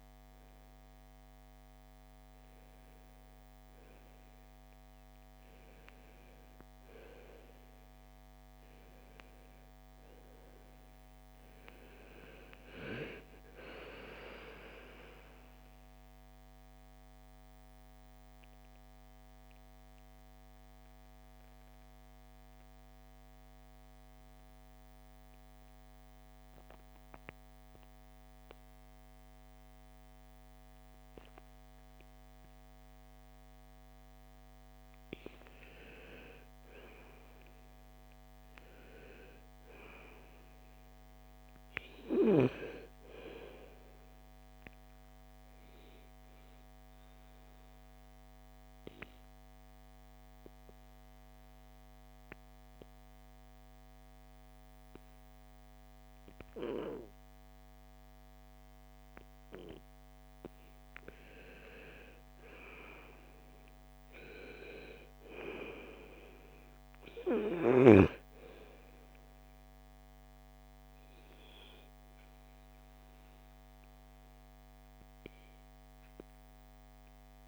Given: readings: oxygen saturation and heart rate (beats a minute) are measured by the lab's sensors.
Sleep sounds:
a person partly awake in a sleep study, by a microphone on the trachea; 2
2.50-77.48 s: new sleep stage, N2 (light sleep)
17.00-34.00 s: mixed apnea (oxygen 98% before, 91% lowest, heart rate 58 before, 48 extreme, up 16 after)
35.00-40.50 s: arousal
38.50-55.50 s: oxygen desaturation (device-marked, oxygen 99% before, 93% lowest, heart rate 54 before, 56 extreme)
47.00-60.00 s: obstructive apnea (oxygen 99% before, 91% lowest, heart rate 56 before, 56 extreme, up 6 after)
61.50-66.00 s: arousal
64.50-77.48 s: oxygen desaturation (device-marked, oxygen 98% before, 91% lowest, heart rate 57 before, 57 extreme)
From the record:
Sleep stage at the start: awake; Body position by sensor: on the right side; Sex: female

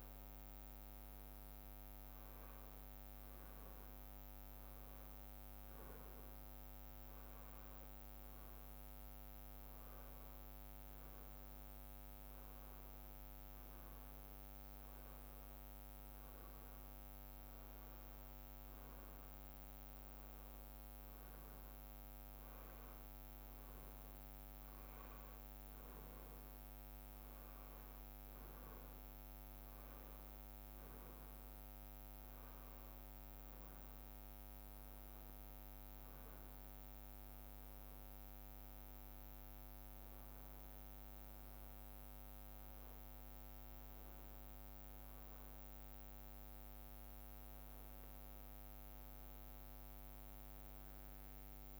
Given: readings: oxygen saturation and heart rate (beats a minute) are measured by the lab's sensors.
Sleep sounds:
breathing in sleep, hard to hear, by a microphone on the trachea; none
none scored
From the record:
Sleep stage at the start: N2 (light sleep); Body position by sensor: on the back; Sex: male

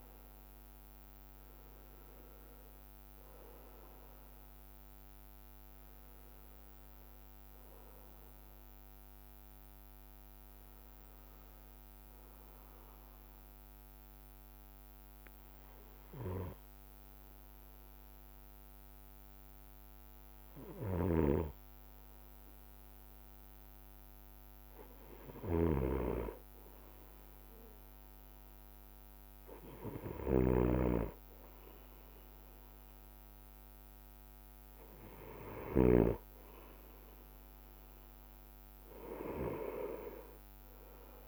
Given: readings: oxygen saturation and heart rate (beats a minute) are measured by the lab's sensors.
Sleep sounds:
breathing in sleep by a microphone on the trachea; 1
7.00-21.50 s: hypopnea (oxygen 94% before, 91% lowest)
21.00-36.00 s: snoring (device-marked)
From the record:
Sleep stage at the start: N2 (light sleep); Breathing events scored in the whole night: 130 in 4.3 hours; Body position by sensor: on the right side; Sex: male

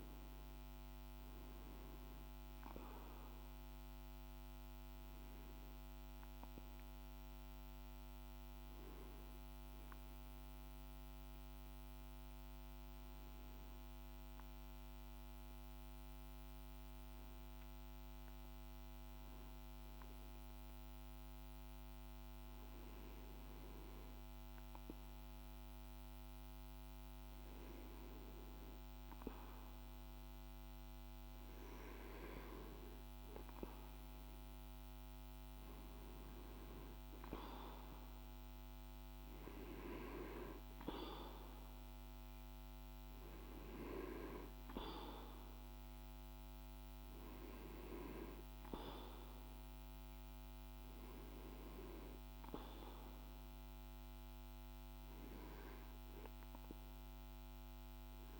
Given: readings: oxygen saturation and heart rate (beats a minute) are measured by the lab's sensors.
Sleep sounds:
breathing in sleep by a microphone on the trachea; 1
10.50-27.50 s: obstructive apnea (oxygen 99% before, 94% lowest, heart rate 51 before, 50 extreme, up 1 after)
28.50-41.50 s: oxygen desaturation (device-marked, oxygen 99% before, 94% lowest, heart rate 51 before, 50 extreme)
29.50-35.00 s: arousal
From the record:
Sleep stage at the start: REM sleep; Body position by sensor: on the back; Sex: male

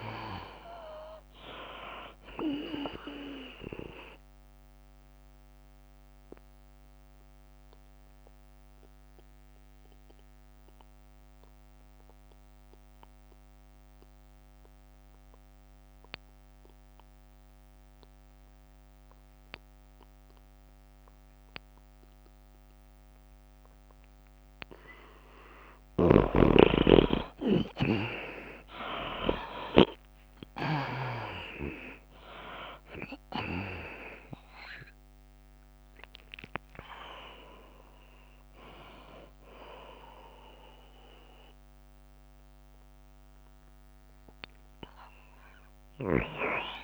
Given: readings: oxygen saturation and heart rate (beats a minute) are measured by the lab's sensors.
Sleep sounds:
breathing in sleep by a microphone on the trachea; 1
0.00-14.00 s: drop in pulse transit time (device-marked, heart rate 95 before, 96 extreme)
0.00-17.00 s: oxygen desaturation (device-marked, oxygen 83% lowest, heart rate 89 extreme)
5.50-25.50 s: obstructive apnea (oxygen 97% before, 81% lowest, heart rate 95 before, 89 extreme, up 8 after)
27.50-31.50 s: arousal
30.00-46.84 s: oxygen desaturation (device-marked, oxygen 96% before, 81% lowest, heart rate 93 before, 93 extreme)
33.00-46.84 s: drop in pulse transit time (device-marked, heart rate 92 before, 97 extreme)
35.00-39.00 s: tachycardia (device-marked, heart rate 98 before, 101 extreme)
From the record:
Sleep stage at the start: N2 (light sleep); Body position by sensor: on the back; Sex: female

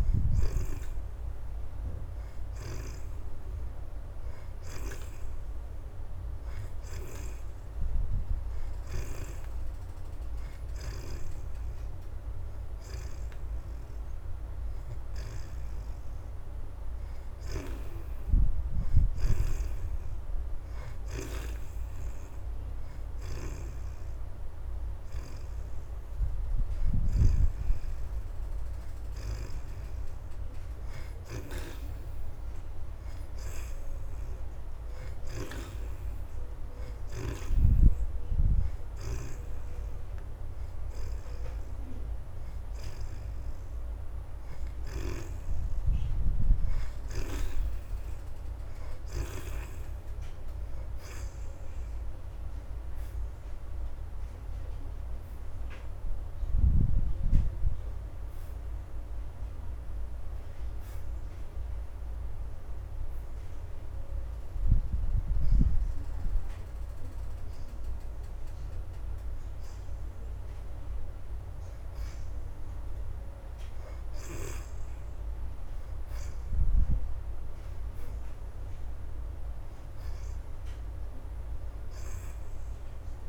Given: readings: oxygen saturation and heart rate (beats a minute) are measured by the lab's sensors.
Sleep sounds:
breathing in sleep by a room microphone; none
0.00-12.50 s: oxygen desaturation (device-marked, oxygen 60% lowest, heart rate 100 extreme)
29.50-35.50 s: oxygen desaturation (device-marked, oxygen 68% before, 61% lowest, heart rate 109 before, 112 extreme)
64.50-79.50 s: oxygen desaturation (device-marked, oxygen 64% before, 61% lowest, heart rate 119 before, 95 extreme)
From the record:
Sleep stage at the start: N2 (light sleep); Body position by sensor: on the back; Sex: female

